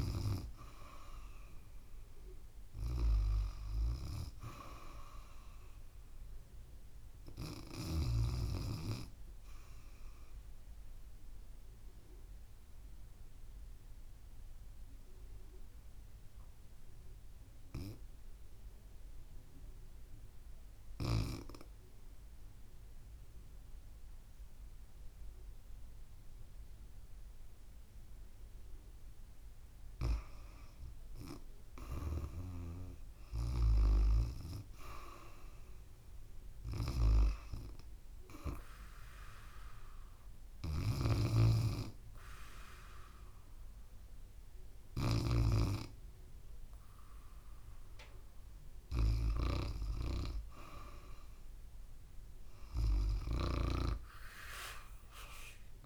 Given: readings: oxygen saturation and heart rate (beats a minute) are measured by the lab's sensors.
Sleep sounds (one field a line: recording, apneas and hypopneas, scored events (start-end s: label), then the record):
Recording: breathing in sleep by a room microphone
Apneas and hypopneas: 2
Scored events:
10.00-29.50 s: obstructive apnea (oxygen 95% before, 87% lowest, heart rate 75 before, 64 extreme, up 3 after)
32.50-35.50 s: arousal
32.50-51.50 s: oxygen desaturation (device-marked, oxygen 96% before, 87% lowest, heart rate 70 before, 60 extreme)
39.50-50.50 s: hypopnea (oxygen 96% before, 87% lowest, heart rate 68 before, 60 extreme, up 3 after)
49.50-55.86 s: new sleep stage, N2 (light sleep)
54.00-55.86 s: arousal
From the record:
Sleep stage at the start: REM sleep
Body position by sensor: on the back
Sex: female